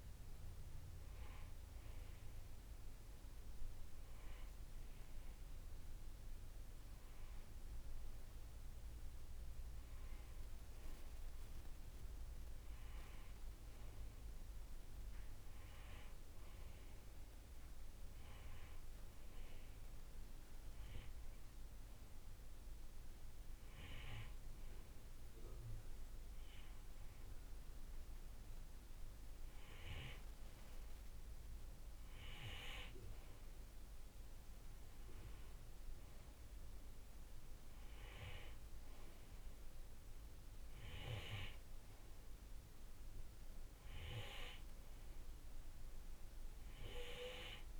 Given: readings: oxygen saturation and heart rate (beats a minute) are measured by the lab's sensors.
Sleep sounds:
breathing in sleep by a room microphone; none
0.00-11.50 s: oxygen desaturation (device-marked, oxygen 94% lowest, heart rate 61 extreme)
From the record:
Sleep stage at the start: N2 (light sleep); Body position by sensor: on the right side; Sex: male

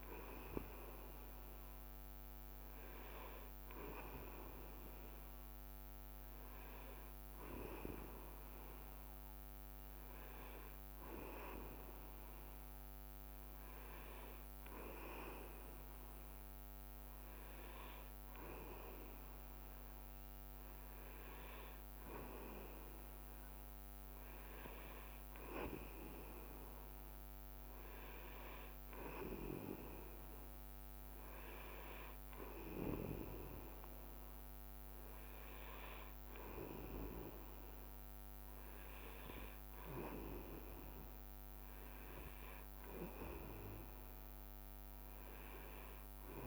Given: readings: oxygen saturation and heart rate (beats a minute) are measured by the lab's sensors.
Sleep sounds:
breathing in sleep by a microphone on the trachea; none
42.00-46.47 s: leg movement (device-marked)
From the record:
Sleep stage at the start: N2 (light sleep); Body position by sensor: on the back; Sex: male

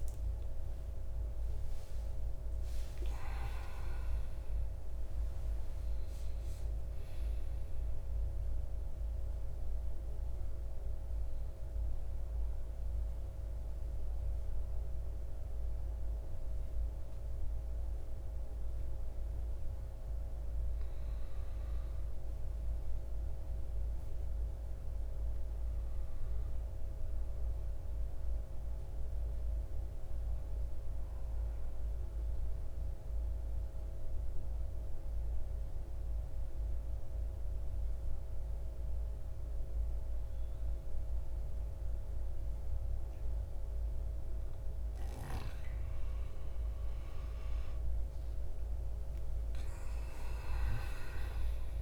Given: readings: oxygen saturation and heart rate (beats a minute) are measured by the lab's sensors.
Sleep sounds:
breathing in sleep, hard to hear, by a room microphone; 1
0.00-2.50 s: arousal
2.50-16.50 s: oxygen desaturation (device-marked, oxygen 97% before, 93% lowest, heart rate 56 before, 52 extreme)
23.50-27.50 s: arousal
32.00-44.50 s: mixed apnea (oxygen 97% before, 86% lowest, heart rate 56 before, 53 extreme, up 10 after)
47.00-51.50 s: arousal
From the record:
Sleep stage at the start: N2 (light sleep); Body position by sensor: on the back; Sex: male

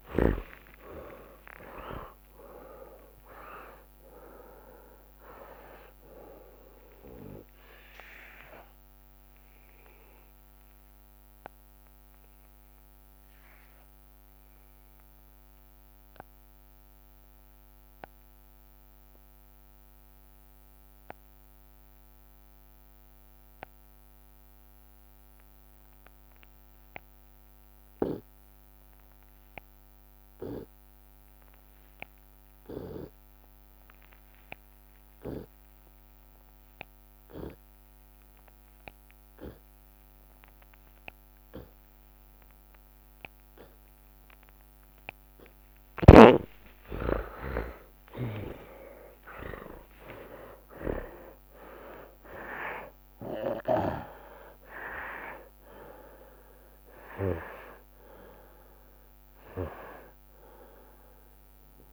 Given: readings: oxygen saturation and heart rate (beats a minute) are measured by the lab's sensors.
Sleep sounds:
breathing in sleep by a microphone on the trachea; 1
0.00-5.00 s: arousal
2.00-4.00 s: long interval between heartbeats (device-marked, heart rate 71 before, 82 extreme)
5.00 s: drop in pulse transit time (device-marked)
6.00-8.00 s: long interval between heartbeats (device-marked, heart rate 70 before, 60 extreme)
7.00-15.00 s: drop in pulse transit time (device-marked, heart rate 70 before, 43 extreme)
9.00-45.00 s: obstructive apnea (oxygen 97% before, 72% lowest)
14.00-16.00 s: long interval between heartbeats (device-marked, heart rate 66 before, 45 extreme)
23.00-37.00 s: oxygen desaturation (device-marked, oxygen 94% before, 78% lowest)
25.00-27.00 s: long interval between heartbeats (device-marked, heart rate 46 before, 47 extreme)
28.00-30.00 s: long interval between heartbeats (device-marked, heart rate 43 before, 41 extreme)
32.00-33.00 s: drop in pulse transit time (device-marked, heart rate 41 before, 43 extreme)
33.50-35.50 s: long interval between heartbeats (device-marked, heart rate 41 before, 56 extreme)
37.50-39.50 s: long interval between heartbeats (device-marked, heart rate 44 before, 61 extreme)
39.50-41.50 s: long interval between heartbeats (device-marked, heart rate 46 before, 59 extreme)
40.00-52.00 s: drop in pulse transit time (device-marked, heart rate 47 before, 59 extreme)
41.50-43.50 s: long interval between heartbeats (device-marked, heart rate 48 before, 67 extreme)
43.50-45.50 s: long interval between heartbeats (device-marked, heart rate 52 before, 77 extreme)
46.00-50.50 s: arousal
47.00-49.00 s: long interval between heartbeats (device-marked, heart rate 59 before, 89 extreme)
59.00-61.00 s: long interval between heartbeats (device-marked, heart rate 76 before, 43 extreme)
60.00-61.93 s: tachycardia (device-marked, heart rate 68 before, 170 extreme)
From the record:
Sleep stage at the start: N2 (light sleep); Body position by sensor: on the left side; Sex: male

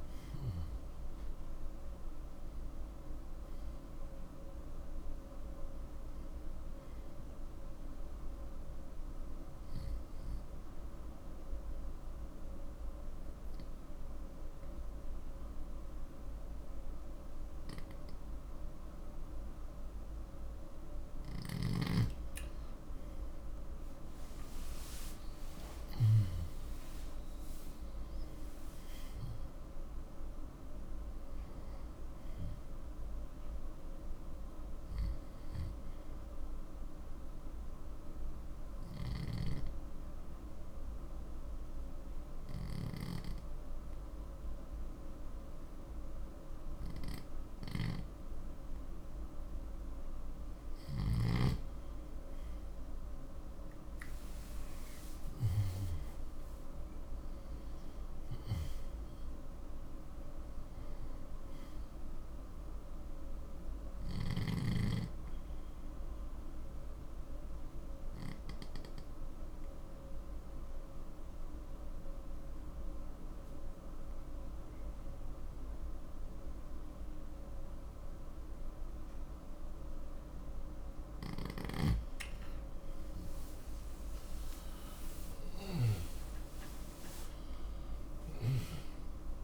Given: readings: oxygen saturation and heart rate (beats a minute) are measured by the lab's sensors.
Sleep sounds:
breathing in sleep, hard to hear, by a room microphone; 3
1.50-18.50 s: oxygen desaturation (device-marked, oxygen 95% before, 88% lowest, heart rate 76 before, 72 extreme)
7.50-21.00 s: obstructive apnea (oxygen 95% before, 87% lowest, heart rate 79 before, 72 extreme, up 10 after)
25.00-30.50 s: arousal
25.50-42.50 s: oxygen desaturation (device-marked, oxygen 95% before, 87% lowest, heart rate 78 before, 72 extreme)
36.00-51.00 s: obstructive apnea (oxygen 95% before, 87% lowest, heart rate 80 before, 61 extreme, up 12 after)
55.00-59.00 s: arousal
57.50-77.50 s: oxygen desaturation (device-marked, oxygen 96% before, 88% lowest, heart rate 78 before, 61 extreme)
63.50-82.00 s: obstructive apnea (oxygen 96% before, 87% lowest, heart rate 79 before, 61 extreme, up 49 after)
84.00-88.50 s: arousal
From the record:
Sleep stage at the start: N2 (light sleep); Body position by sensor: on the left side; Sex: male

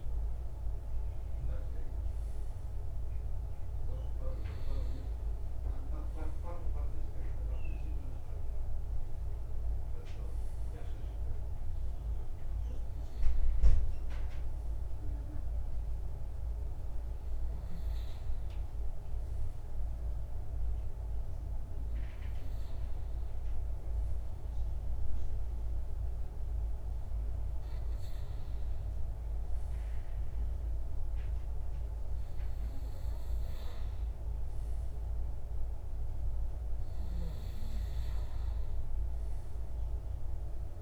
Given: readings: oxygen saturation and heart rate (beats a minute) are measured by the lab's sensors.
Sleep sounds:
breathing in sleep, hard to hear, by a room microphone; none
none scored
From the record:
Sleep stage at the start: N2 (light sleep); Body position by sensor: on the back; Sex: male

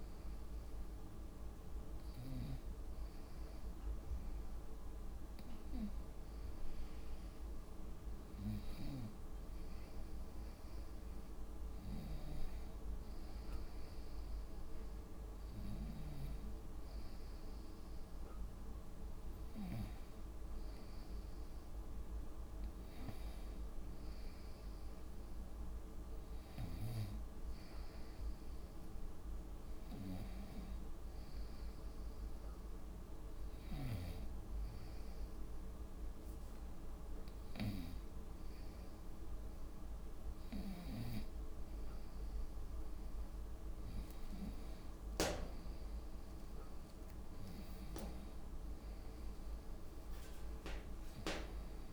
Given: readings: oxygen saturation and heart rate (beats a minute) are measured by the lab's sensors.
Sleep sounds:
breathing in sleep by a room microphone; 1
26.50-31.50 s: tachycardia (device-marked, heart rate 66 before, 104 extreme)
27.00-30.00 s: arousal
28.50-30.50 s: long interval between heartbeats (device-marked, heart rate 67 before, 94 extreme)
31.50-33.50 s: long interval between heartbeats (device-marked, heart rate 72 before, 113 extreme)
34.00-44.50 s: hypopnea (oxygen 95% before, 93% lowest, heart rate 77 before, 67 extreme, up 31 after)
45.50-47.50 s: long interval between heartbeats (device-marked, heart rate 83 before, 96 extreme)
47.00-51.00 s: arousal
From the record:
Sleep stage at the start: N1 (lightest sleep); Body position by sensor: on the front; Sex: female

